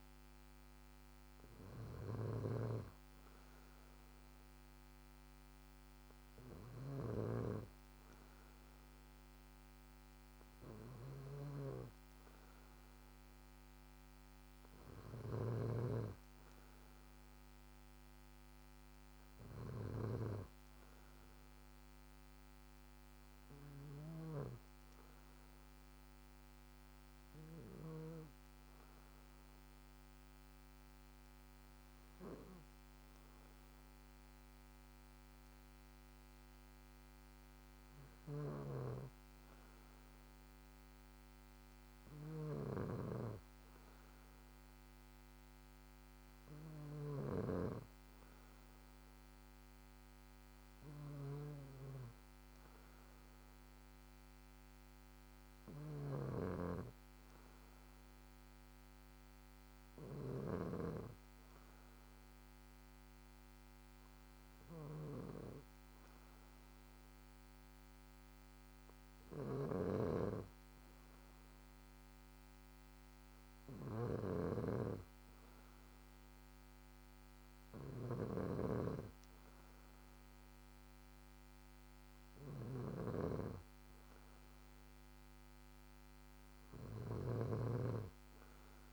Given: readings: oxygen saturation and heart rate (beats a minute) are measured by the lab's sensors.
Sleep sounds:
breathing in sleep by a microphone on the trachea; none
0.00-28.00 s: snoring (device-marked)
38.00-60.50 s: snoring (device-marked)
69.50-88.93 s: snoring (device-marked)
From the record:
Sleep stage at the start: N2 (light sleep); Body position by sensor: on the back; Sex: male

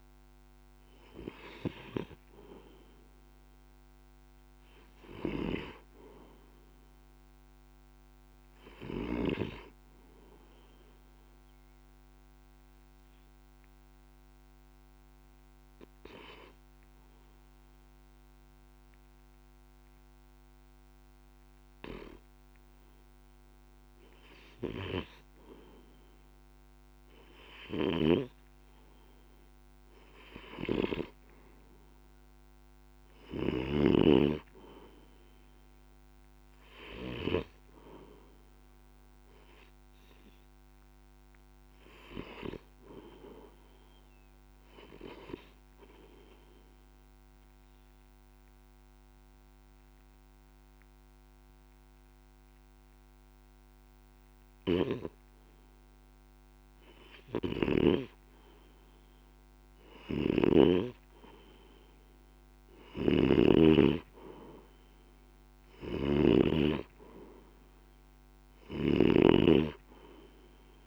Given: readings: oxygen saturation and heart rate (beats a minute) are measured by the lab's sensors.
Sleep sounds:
breathing in sleep by a microphone on the trachea; 2
5.50-8.50 s: arousal
11.50-25.00 s: hypopnea (oxygen 96% before, 92% lowest, heart rate 55 before, 55 extreme, up 1 after)
27.50-33.50 s: snoring (device-marked)
46.50-56.50 s: obstructive apnea (oxygen 97% before, 92% lowest, heart rate 56 before, 56 extreme, up 0 after)
59.00-63.00 s: arousal
59.50-70.87 s: snoring (device-marked)
From the record:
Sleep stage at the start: REM sleep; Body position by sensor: on the left side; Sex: male

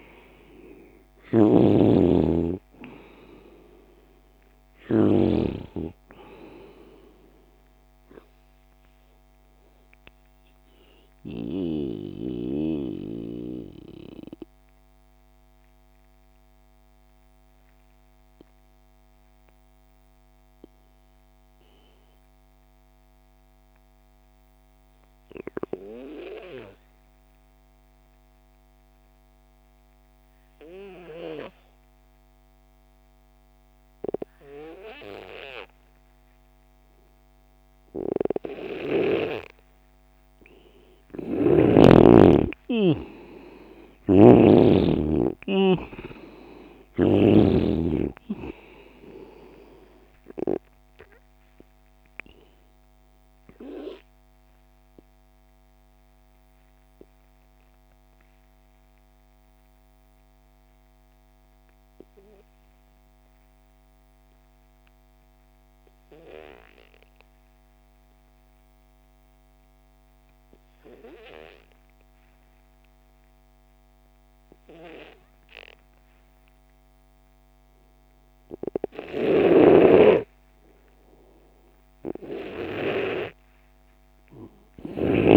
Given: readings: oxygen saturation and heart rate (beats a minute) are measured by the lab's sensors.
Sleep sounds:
breathing in sleep by a microphone on the trachea; 2
0.00-5.00 s: snoring (device-marked)
0.00-22.50 s: oxygen desaturation (device-marked, oxygen 87% lowest)
8.00-39.50 s: mixed apnea (oxygen 98% before, 87% lowest)
36.50-66.50 s: oxygen desaturation (device-marked, oxygen 98% before, 89% lowest)
41.50-45.50 s: arousal
43.50-47.00 s: snoring (device-marked)
50.00-81.00 s: obstructive apnea (oxygen 99% before, 89% lowest)
77.50-85.37 s: oxygen desaturation (device-marked, oxygen 98% before, 89% lowest)
79.00-85.00 s: snoring (device-marked)
84.00-85.37 s: arousal
From the record:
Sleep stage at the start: N2 (light sleep); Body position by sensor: on the left side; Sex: male

